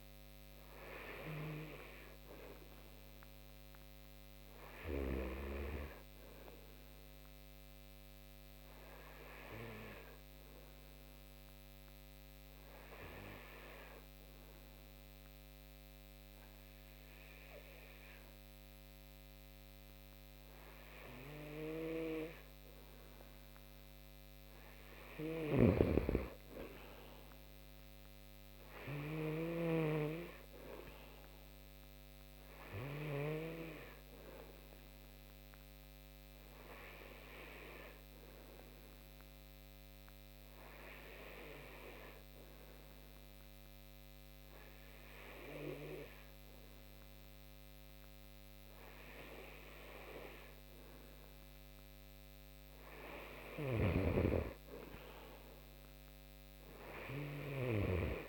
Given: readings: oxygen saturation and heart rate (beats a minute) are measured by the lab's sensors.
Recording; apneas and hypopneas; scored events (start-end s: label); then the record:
breathing in sleep by a microphone on the trachea; 2
2.50-17.50 s: oxygen desaturation (device-marked, oxygen 97% before, 91% lowest)
4.50-21.00 s: obstructive apnea (oxygen 97% before, 90% lowest)
22.50-25.50 s: arousal
24.50-29.00 s: snoring (device-marked)
28.50-46.50 s: oxygen desaturation (device-marked, oxygen 95% before, 90% lowest)
33.00-48.00 s: hypopnea (oxygen 95% before, 90% lowest)
50.00-53.50 s: arousal
53.00-57.00 s: snoring (device-marked)
From the record:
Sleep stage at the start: N2 (light sleep); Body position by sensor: on the right side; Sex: male